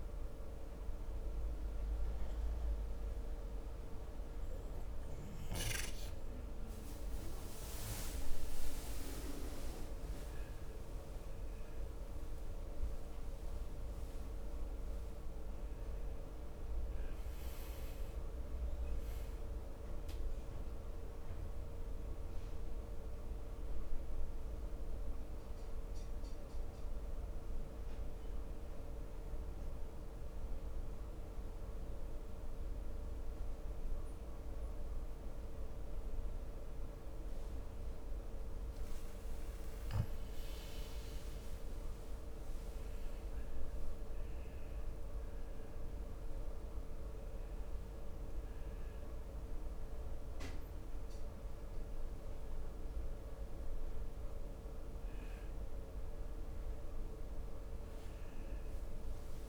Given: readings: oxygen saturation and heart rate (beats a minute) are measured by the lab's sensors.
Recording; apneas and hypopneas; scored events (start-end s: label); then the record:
breathing in sleep, hard to hear, by a room microphone; 1
0.50-4.50 s: oxygen desaturation (device-marked, oxygen 98% before, 95% lowest, heart rate 69 before, 69 extreme)
21.00-40.50 s: mixed apnea (oxygen 98% before, 91% lowest, heart rate 73 before, 65 extreme, up 7 after)
36.50-46.50 s: oxygen desaturation (device-marked, oxygen 96% before, 91% lowest, heart rate 71 before, 67 extreme)
42.00-46.00 s: arousal
From the record:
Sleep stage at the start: N2 (light sleep); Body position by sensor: on the right side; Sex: male